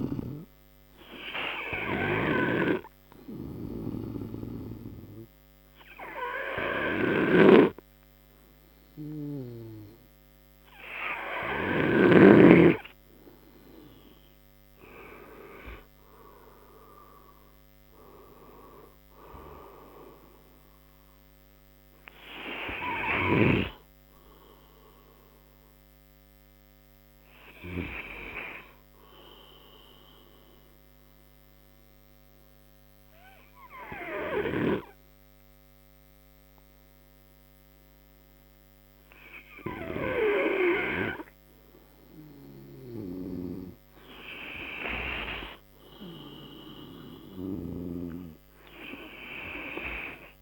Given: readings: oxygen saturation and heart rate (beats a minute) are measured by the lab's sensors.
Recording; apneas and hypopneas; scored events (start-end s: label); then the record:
breathing in sleep by a microphone on the trachea; 2
3.00-14.00 s: obstructive apnea (oxygen 97% before, 90% lowest)
20.50-28.50 s: oxygen desaturation (device-marked, oxygen 95% before, 90% lowest)
22.00-26.00 s: arousal
29.50-42.50 s: obstructive apnea (oxygen 95% before, 91% lowest)
42.50-50.42 s: oxygen desaturation (device-marked, oxygen 100% before, 95% lowest)
45.00-48.00 s: arousal
From the record:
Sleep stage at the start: N2 (light sleep); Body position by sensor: on the right side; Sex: male